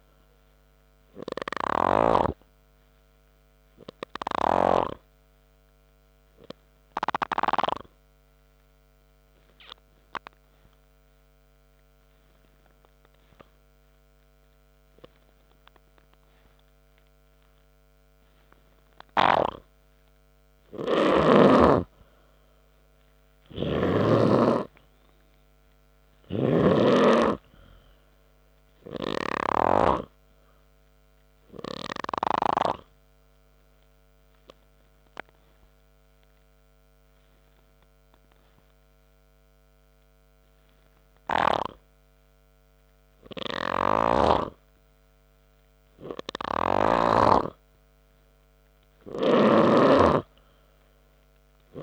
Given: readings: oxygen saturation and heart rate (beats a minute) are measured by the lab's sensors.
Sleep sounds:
breathing in sleep by a microphone on the trachea; 2
8.00-22.00 s: hypopnea (oxygen 98% before, 92% lowest, heart rate 63 before, 59 extreme, up 8 after)
24.00-27.50 s: snoring (device-marked)
25.50-29.50 s: arousal
34.00-44.00 s: obstructive apnea (oxygen 98% before, 92% lowest, heart rate 64 before, 63 extreme, up 4 after)
44.50-48.00 s: snoring (device-marked)
44.50-48.50 s: oxygen desaturation (device-marked, oxygen 96% before, 93% lowest, heart rate 67 before, 61 extreme)
49.50-51.83 s: arousal
50.00-51.83 s: snoring (device-marked)
From the record:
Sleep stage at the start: N3 (deep sleep); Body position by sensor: on the back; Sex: male

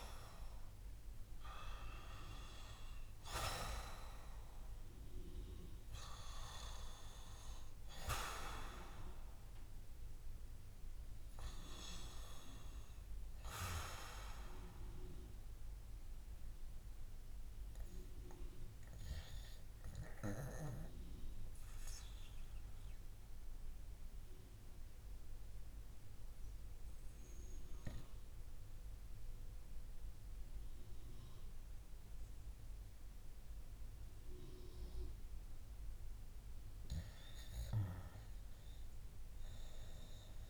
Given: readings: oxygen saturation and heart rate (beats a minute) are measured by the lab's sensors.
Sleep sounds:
breathing in sleep by a room microphone; 1
0.00-3.00 s: arousal
0.00-21.50 s: oxygen desaturation (device-marked, oxygen 76% lowest)
21.50-36.00 s: obstructive apnea (oxygen 93% before, 86% lowest)
38.00-40.50 s: arousal
From the record:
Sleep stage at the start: REM sleep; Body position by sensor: on the back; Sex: male

